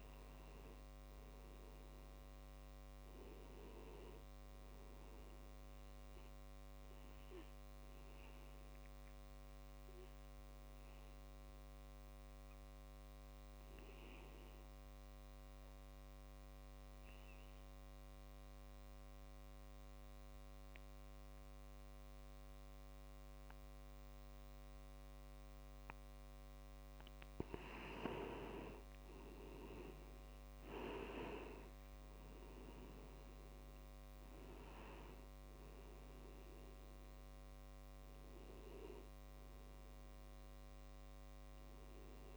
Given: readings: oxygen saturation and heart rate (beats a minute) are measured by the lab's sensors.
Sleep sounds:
breathing in sleep by a microphone on the trachea; 1
0.00-4.50 s: tachycardia (device-marked, heart rate 109 extreme)
1.50-31.50 s: new sleep stage, N2 (light sleep)
8.50-27.00 s: obstructive apnea (oxygen 95% before, 88% lowest)
19.50-26.50 s: tachycardia (device-marked, heart rate 53 before, 149 extreme)
31.50-42.37 s: new sleep stage, N1 (lightest sleep)
32.00-37.00 s: arousal
32.50-42.37 s: oxygen desaturation (device-marked, oxygen 96% before, 88% lowest)
32.50-42.37 s: tachycardia (device-marked, heart rate 55 before, 147 extreme)
From the record:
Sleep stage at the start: N1 (lightest sleep); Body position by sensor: on the back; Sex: male

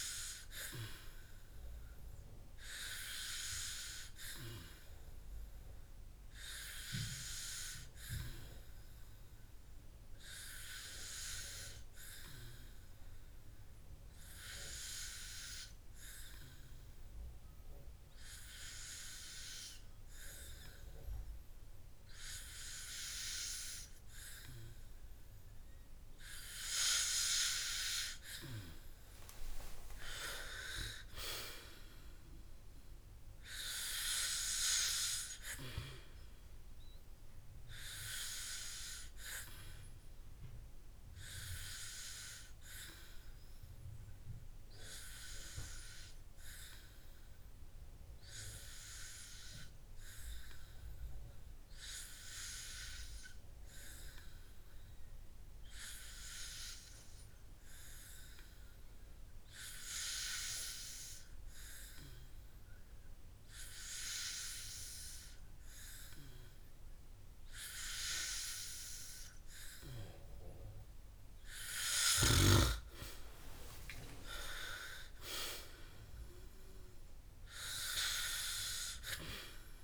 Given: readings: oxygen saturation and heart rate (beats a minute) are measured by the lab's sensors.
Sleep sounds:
breathing in sleep by a room microphone; 2
0.00-1.00 s: arousal
12.50-26.50 s: hypopnea (oxygen 97% before, 94% lowest, heart rate 61 before, 51 extreme, up 14 after)
30.00-33.00 s: arousal
46.50-69.00 s: hypopnea (oxygen 97% before, 93% lowest, heart rate 62 before, 54 extreme, up 11 after)
72.00-74.50 s: arousal
From the record:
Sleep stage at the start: N2 (light sleep); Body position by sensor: on the back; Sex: male

